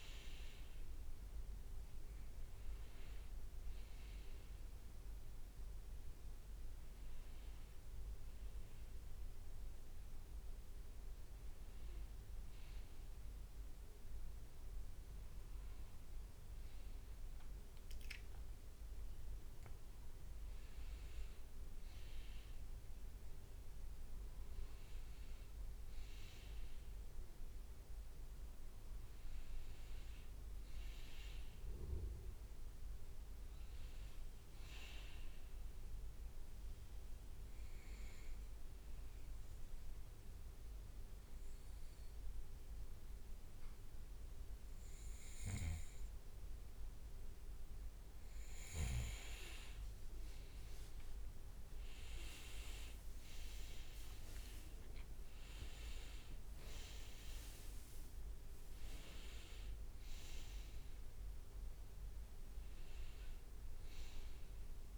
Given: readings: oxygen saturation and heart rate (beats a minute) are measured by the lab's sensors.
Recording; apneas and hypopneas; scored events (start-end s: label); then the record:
breathing in sleep by a room microphone; 1
18.50-22.50 s: arousal
36.50-47.50 s: obstructive apnea (oxygen 98% before, 93% lowest, heart rate 67 before, 63 extreme, up 9 after)
51.00-52.50 s: leg movement (device-marked)
51.50-56.00 s: arousal
52.00-64.98 s: oxygen desaturation (device-marked, oxygen 97% before, 93% lowest, heart rate 65 before, 63 extreme)
54.50-59.00 s: leg movement (device-marked)
From the record:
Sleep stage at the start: N2 (light sleep); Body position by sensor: on the back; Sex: male